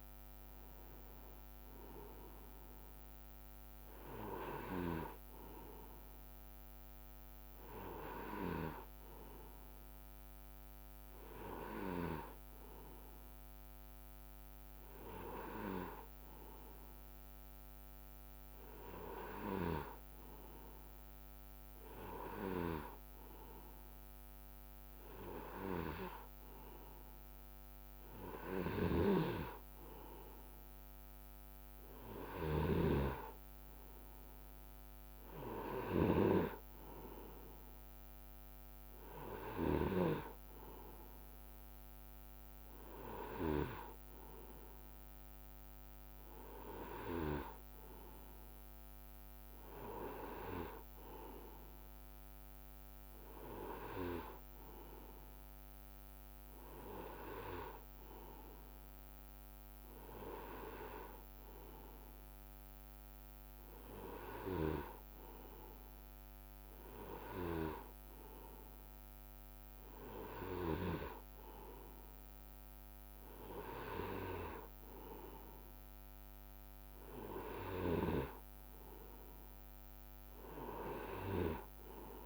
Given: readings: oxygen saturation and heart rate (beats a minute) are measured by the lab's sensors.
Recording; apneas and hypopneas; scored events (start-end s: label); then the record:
breathing in sleep by a microphone on the trachea; none
none scored
From the record:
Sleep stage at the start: N2 (light sleep); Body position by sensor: on the right side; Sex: male